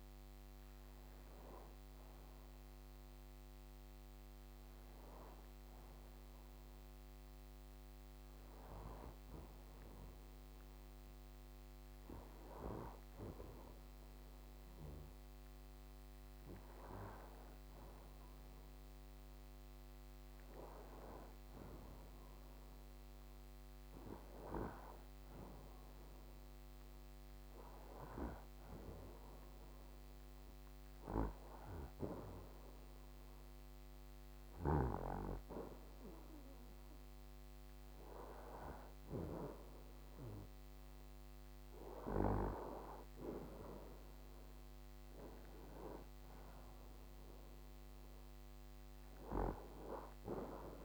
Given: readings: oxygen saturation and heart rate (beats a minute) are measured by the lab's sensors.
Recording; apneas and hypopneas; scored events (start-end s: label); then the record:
breathing in sleep by a microphone on the trachea; none
13.00-50.85 s: new sleep stage, N2 (light sleep)
From the record:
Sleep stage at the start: N1 (lightest sleep); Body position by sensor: on the right side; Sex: male